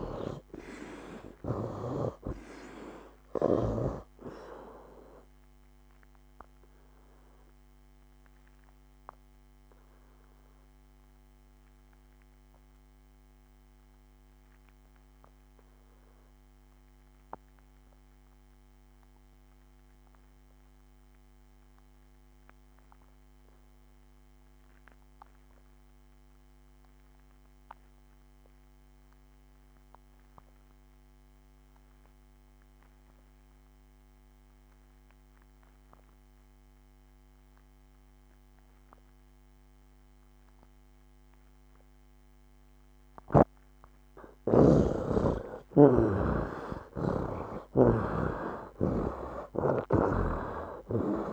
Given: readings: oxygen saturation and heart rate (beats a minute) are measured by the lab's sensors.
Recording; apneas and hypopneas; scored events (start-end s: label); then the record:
breathing in sleep by a microphone on the trachea; 1
0.00-1.50 s: arousal
0.00-1.50 s: snoring (device-marked)
0.00-22.00 s: oxygen desaturation (device-marked, oxygen 42% lowest, heart rate 65 extreme)
6.00-43.50 s: obstructive apnea (oxygen 65% before, 42% lowest, heart rate 85 before, 81 extreme, up 14 after)
24.00-51.33 s: oxygen desaturation (device-marked, oxygen 90% before, 42% lowest, heart rate 90 before, 76 extreme)
45.50-51.33 s: snoring (device-marked)
46.00-50.50 s: arousal
From the record:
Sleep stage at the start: REM sleep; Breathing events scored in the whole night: 353 in 4.3 hours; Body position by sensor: on the right side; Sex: male